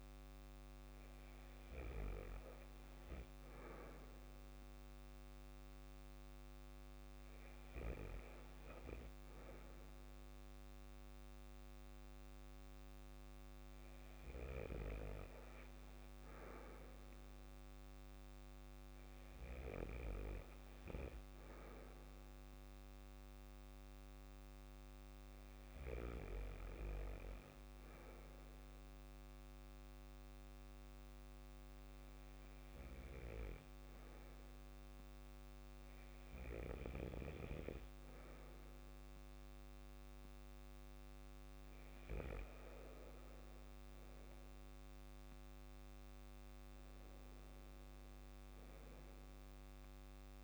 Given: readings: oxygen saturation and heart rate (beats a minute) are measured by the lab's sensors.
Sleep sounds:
breathing in sleep by a microphone on the trachea; 1
22.50-41.50 s: hypopnea (oxygen 96% before, 94% lowest, heart rate 57 before, 52 extreme, up 5 after)
43.50-47.00 s: arousal
From the record:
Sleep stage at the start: N2 (light sleep); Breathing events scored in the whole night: 61 in 5.0 hours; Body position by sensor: on the back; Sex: male

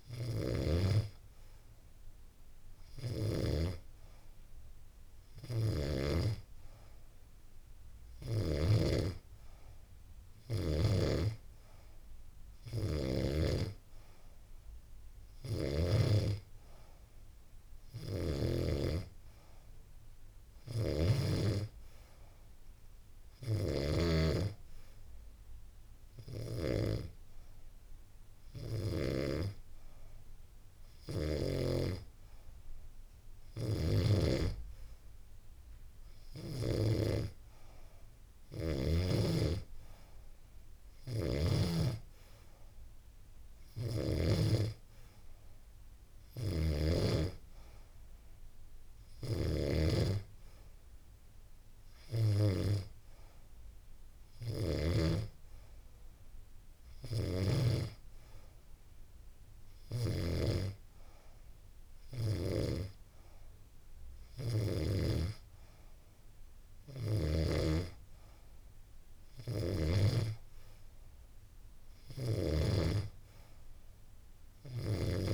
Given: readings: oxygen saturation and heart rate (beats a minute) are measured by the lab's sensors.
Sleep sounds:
breathing in sleep by a room microphone; none
2.00-12.50 s: snoring (device-marked)
40.00-43.50 s: snoring (device-marked)
45.50-54.00 s: snoring (device-marked)
From the record:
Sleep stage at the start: N2 (light sleep); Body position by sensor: on the back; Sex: female

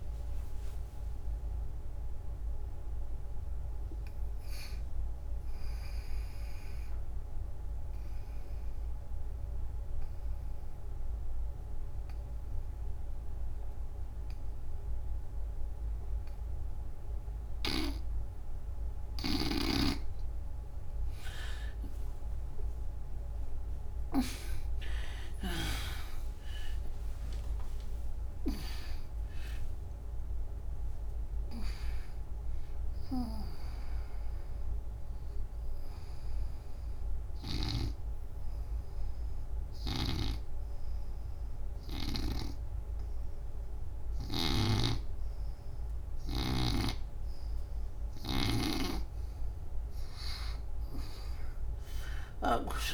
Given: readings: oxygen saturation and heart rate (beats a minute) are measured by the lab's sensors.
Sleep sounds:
breathing in sleep by a room microphone; 2
0.00-14.50 s: oxygen desaturation (device-marked, oxygen 81% lowest, heart rate 70 extreme)
1.00-22.00 s: mixed apnea (oxygen 97% before, 81% lowest, heart rate 79 before, 70 extreme)
22.50-39.50 s: oxygen desaturation (device-marked, oxygen 99% before, 81% lowest, heart rate 81 before, 71 extreme)
24.50-29.50 s: arousal
36.50-48.50 s: obstructive apnea (oxygen 99% before, 77% lowest, heart rate 102 before, 71 extreme, up 14 after)
39.50-48.50 s: snoring (device-marked)
47.50-52.94 s: oxygen desaturation (device-marked, oxygen 97% before, 94% lowest, heart rate 106 before, 73 extreme)
51.00-52.94 s: arousal
From the record:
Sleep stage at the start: N2 (light sleep); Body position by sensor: on the back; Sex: female

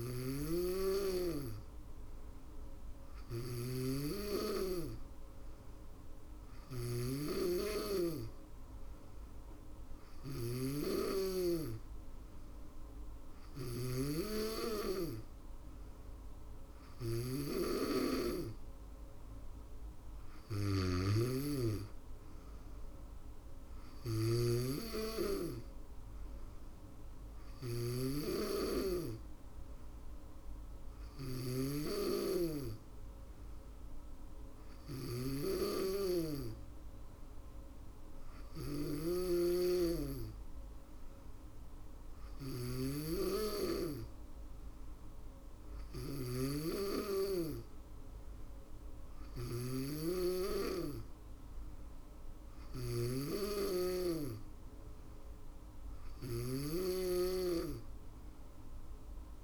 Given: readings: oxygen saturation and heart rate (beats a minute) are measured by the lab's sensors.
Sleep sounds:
breathing in sleep by a room microphone; none
0.00-59.44 s: snoring (device-marked)
From the record:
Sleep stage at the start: N2 (light sleep); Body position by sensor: on the back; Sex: female

